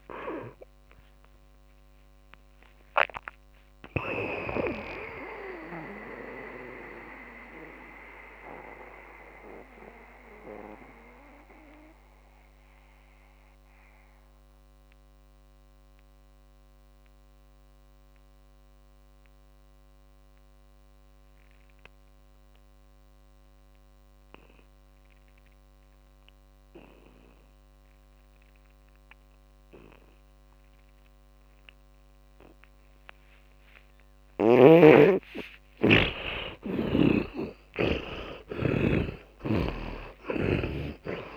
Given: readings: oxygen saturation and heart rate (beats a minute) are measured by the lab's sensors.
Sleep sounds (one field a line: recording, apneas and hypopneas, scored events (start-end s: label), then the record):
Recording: breathing in sleep by a microphone on the trachea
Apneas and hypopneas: 1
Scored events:
0.00-1.50 s: tachycardia (device-marked, heart rate 133 extreme)
0.00-25.50 s: oxygen desaturation (device-marked, oxygen 75% lowest, heart rate 47 extreme)
7.50-34.50 s: mixed apnea (oxygen 99% before, 75% lowest, heart rate 85 before, 52 extreme, up 17 after)
31.50-41.37 s: oxygen desaturation (device-marked, oxygen 100% before, 76% lowest, heart rate 55 before, 49 extreme)
35.50-41.00 s: arousal
From the record:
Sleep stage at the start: N2 (light sleep)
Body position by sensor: on the back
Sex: male